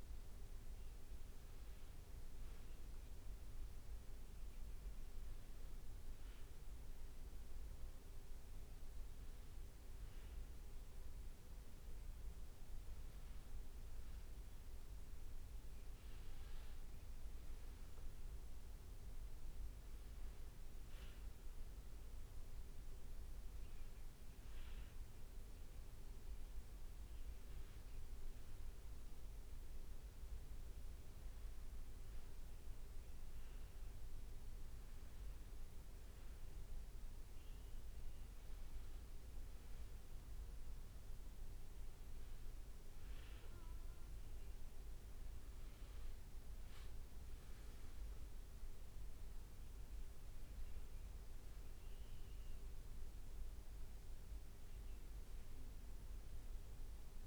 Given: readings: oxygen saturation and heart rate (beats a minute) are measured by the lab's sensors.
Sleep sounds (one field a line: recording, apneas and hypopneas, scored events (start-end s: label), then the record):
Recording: breathing in sleep, hard to hear, by a room microphone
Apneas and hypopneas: none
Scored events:
none scored
From the record:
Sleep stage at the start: N2 (light sleep)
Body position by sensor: on the back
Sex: male